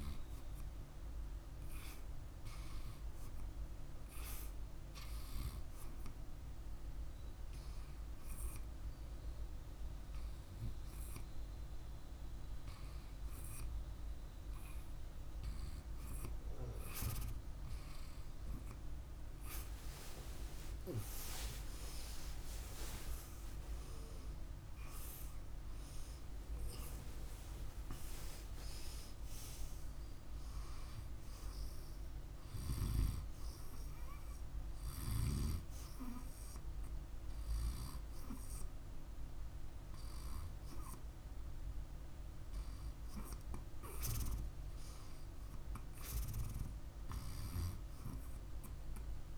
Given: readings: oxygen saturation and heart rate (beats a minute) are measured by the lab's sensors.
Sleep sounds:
breathing in sleep by a room microphone; 1
6.00-16.50 s: hypopnea (oxygen 98% before, 95% lowest, heart rate 52 before, 51 extreme, up 31 after)
20.00-25.50 s: arousal
From the record:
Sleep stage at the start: N2 (light sleep); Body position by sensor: on the right side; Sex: male

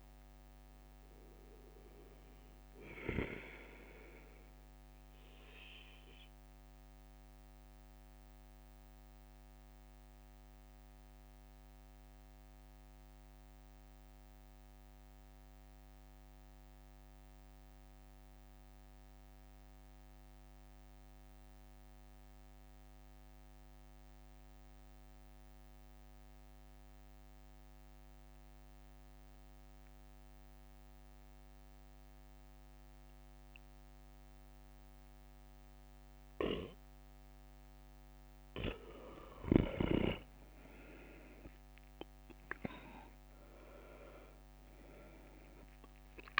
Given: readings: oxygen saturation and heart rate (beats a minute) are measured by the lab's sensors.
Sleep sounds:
breathing in sleep by a microphone on the trachea; 1
4.00-38.00 s: obstructive apnea (oxygen 98% before, 90% lowest, heart rate 64 before, 62 extreme, up 7 after)
35.50-46.39 s: oxygen desaturation (device-marked, oxygen 96% before, 90% lowest, heart rate 64 before, 64 extreme)
38.00-39.00 s: leg movement (device-marked)
From the record:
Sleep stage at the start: N2 (light sleep); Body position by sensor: on the back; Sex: male

